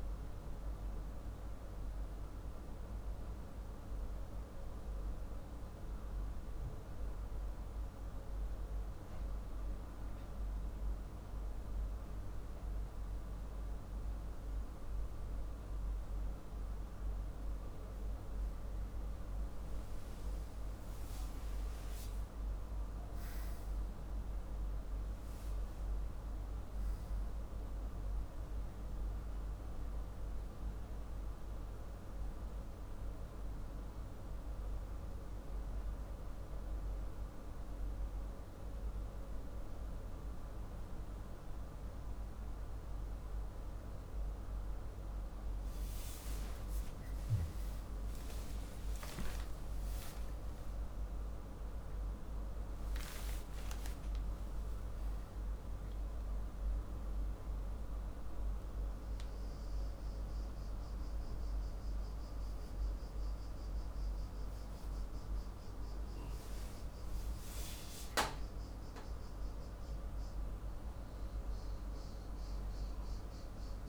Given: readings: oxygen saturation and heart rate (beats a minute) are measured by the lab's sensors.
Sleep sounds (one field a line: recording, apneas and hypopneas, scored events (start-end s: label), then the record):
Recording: breathing in sleep, hard to hear, by a room microphone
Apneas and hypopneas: 2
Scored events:
2.00-16.50 s: hypopnea (oxygen 97% before, 94% lowest, heart rate 70 before, 56 extreme, up 7 after)
19.50-22.50 s: arousal
32.50-44.50 s: hypopnea (oxygen 96% before, 94% lowest, heart rate 61 before, 55 extreme)
48.00-55.00 s: arousal
From the record:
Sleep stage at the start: N2 (light sleep)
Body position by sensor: on the back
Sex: male